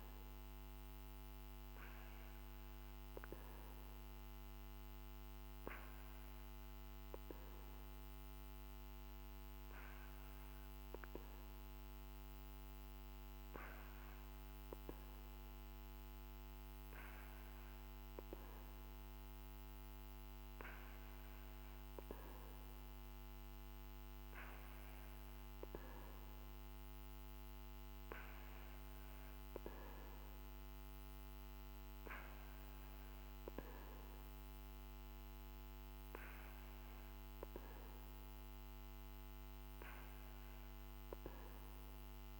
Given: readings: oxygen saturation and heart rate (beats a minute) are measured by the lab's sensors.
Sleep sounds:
breathing in sleep by a microphone on the trachea; none
none scored
From the record:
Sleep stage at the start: N2 (light sleep); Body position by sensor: on the back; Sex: male

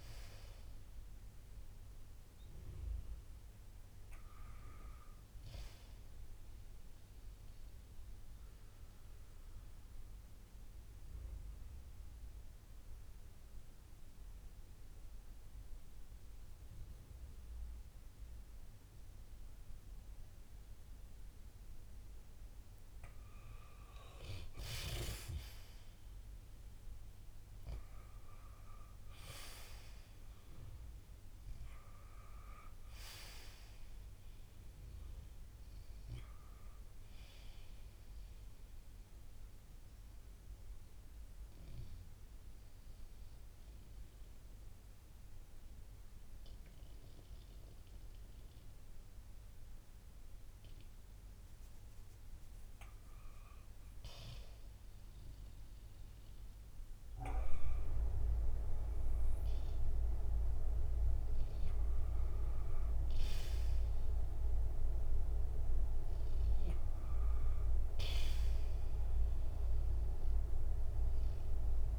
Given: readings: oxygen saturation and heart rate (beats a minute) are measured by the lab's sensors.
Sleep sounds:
breathing in sleep by a room microphone; 2
8.00-23.00 s: mixed apnea (oxygen 96% before, 91% lowest, heart rate 60 before, 57 extreme, up 4 after)
25.00-30.00 s: arousal
31.00-52.00 s: oxygen desaturation (device-marked, oxygen 96% before, 91% lowest, heart rate 58 before, 56 extreme)
38.50-52.00 s: obstructive apnea (oxygen 96% before, 90% lowest, heart rate 59 before, 56 extreme, up 9 after)
55.00-60.00 s: arousal
68.00-71.99 s: oxygen desaturation (device-marked, oxygen 97% before, 93% lowest, heart rate 62 before, 55 extreme)
From the record:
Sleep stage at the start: N1 (lightest sleep); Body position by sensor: on the back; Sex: male

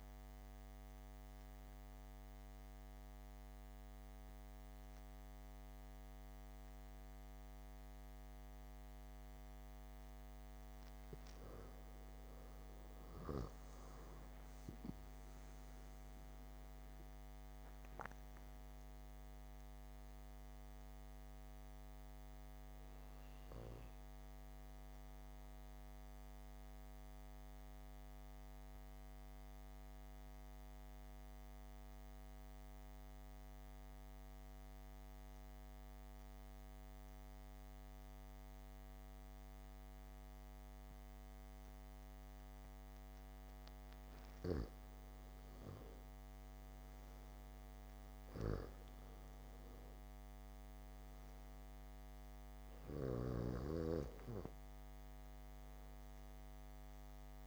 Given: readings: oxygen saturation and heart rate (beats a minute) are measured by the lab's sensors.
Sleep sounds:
breathing in sleep by a microphone on the trachea; 2
1.00-12.00 s: obstructive apnea (oxygen 98% before, 90% lowest, heart rate 70 before, 64 extreme, up 3 after)
13.50-18.00 s: arousal
14.00-30.00 s: oxygen desaturation (device-marked, oxygen 96% before, 90% lowest, heart rate 69 before, 60 extreme)
26.50-44.50 s: obstructive apnea (oxygen 96% before, 90% lowest, heart rate 68 before, 58 extreme)
47.00-51.00 s: arousal
53.00-57.00 s: oxygen desaturation (device-marked, oxygen 99% before, 93% lowest, heart rate 66 before, 60 extreme)
From the record:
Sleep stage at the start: N2 (light sleep); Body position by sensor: on the back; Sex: male

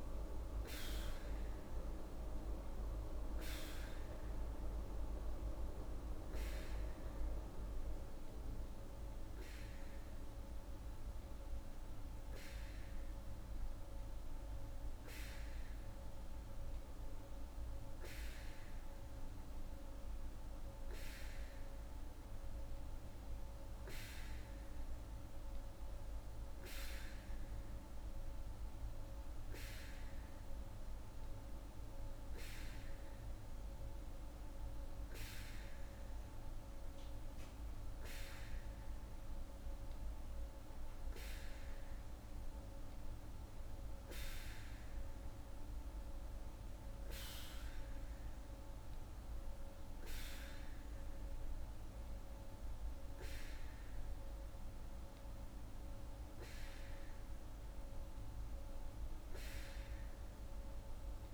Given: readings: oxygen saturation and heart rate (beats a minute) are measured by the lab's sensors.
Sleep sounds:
breathing in sleep by a room microphone; none
none scored
From the record:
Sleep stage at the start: N2 (light sleep); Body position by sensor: on the right side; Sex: female

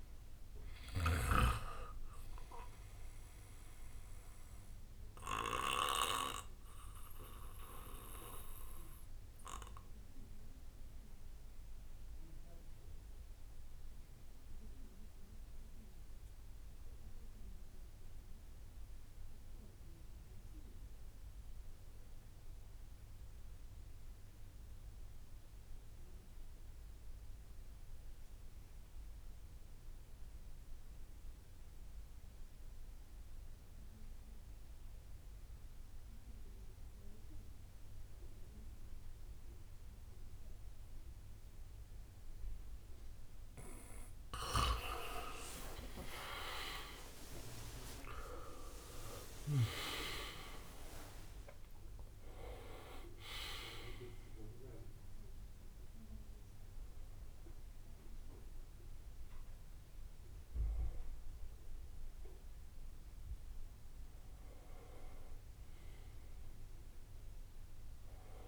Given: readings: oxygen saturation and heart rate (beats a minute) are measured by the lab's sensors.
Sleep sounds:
breathing in sleep by a room microphone; 1
0.00-1.00 s: snoring (device-marked)
0.00-16.50 s: oxygen desaturation (device-marked, oxygen 92% lowest, heart rate 54 extreme)
4.50-28.50 s: bradycardia (device-marked, heart rate 64 before, 54 extreme)
4.50-43.50 s: obstructive apnea (oxygen 99% before, 82% lowest, heart rate 60 before, 54 extreme)
13.50-34.50 s: drop in pulse transit time (device-marked, heart rate 60 before, 56 extreme)
27.50-67.50 s: oxygen desaturation (device-marked, oxygen 98% before, 82% lowest, heart rate 57 before, 58 extreme)
38.50-68.48 s: new sleep stage, N1 (lightest sleep)
44.50-52.50 s: tachycardia (device-marked, heart rate 63 before, 130 extreme)
45.50-51.00 s: arousal
48.00-50.00 s: long interval between heartbeats (device-marked, heart rate 64 before, 108 extreme)
48.50-59.50 s: drop in pulse transit time (device-marked, heart rate 66 before, 80 extreme)
50.00-52.00 s: long interval between heartbeats (device-marked, heart rate 69 before, 129 extreme)
57.50-59.50 s: long interval between heartbeats (device-marked, heart rate 91 before, 80 extreme)
65.50-67.50 s: long interval between heartbeats (device-marked, heart rate 95 before, 71 extreme)
From the record:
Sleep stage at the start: N2 (light sleep); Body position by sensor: on the back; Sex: male

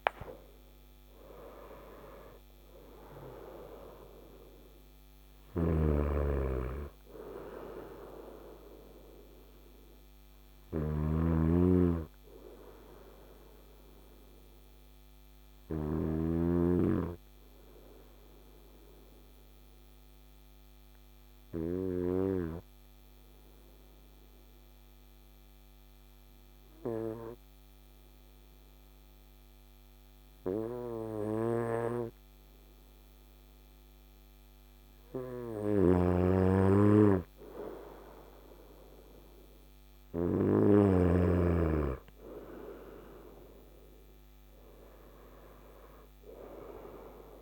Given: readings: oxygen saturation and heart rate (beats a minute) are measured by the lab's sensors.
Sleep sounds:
breathing in sleep by a microphone on the trachea; 1
0.00-11.00 s: oxygen desaturation (device-marked, oxygen 93% lowest, heart rate 53 extreme)
4.50-15.50 s: snoring (device-marked)
14.50-35.00 s: obstructive apnea (oxygen 97% before, 94% lowest, heart rate 61 before, 53 extreme, up 3 after)
35.00-40.50 s: snoring (device-marked)
38.00-47.42 s: oxygen desaturation (device-marked, oxygen 99% before, 96% lowest, heart rate 53 before, 53 extreme)
39.50-45.00 s: arousal
From the record:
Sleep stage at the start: N2 (light sleep); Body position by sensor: on the right side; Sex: male

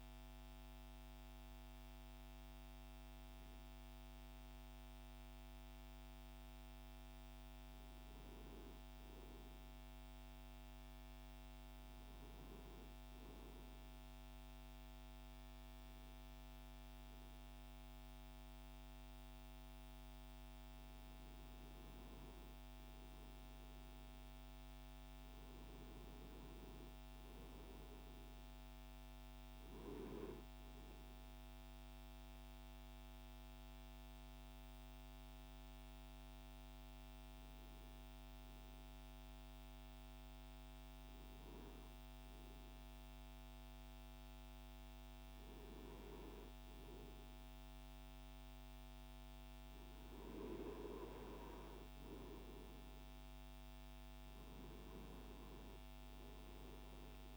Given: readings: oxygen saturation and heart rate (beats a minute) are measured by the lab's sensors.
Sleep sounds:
breathing in sleep, hard to hear, by a microphone on the trachea; 1
19.00-24.00 s: arousal
31.00-48.50 s: obstructive apnea (oxygen 97% before, 95% lowest, heart rate 62 before, 59 extreme, up 5 after)
51.50-56.00 s: arousal
From the record:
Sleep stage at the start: N2 (light sleep); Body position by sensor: on the right side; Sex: male

